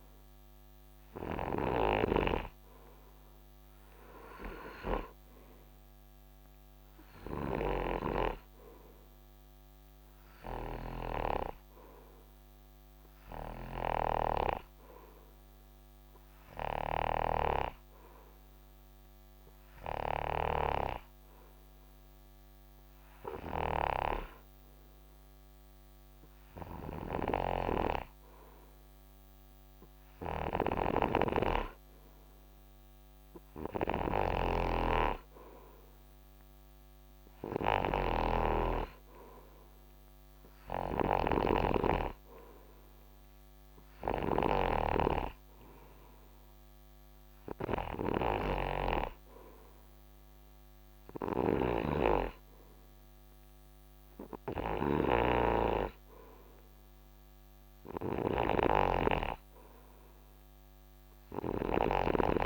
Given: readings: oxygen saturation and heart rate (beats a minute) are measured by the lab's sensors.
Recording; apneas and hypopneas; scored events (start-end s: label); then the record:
breathing in sleep by a microphone on the trachea; none
0.00-62.46 s: snoring (device-marked)
From the record:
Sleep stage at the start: N2 (light sleep); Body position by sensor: on the right side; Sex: male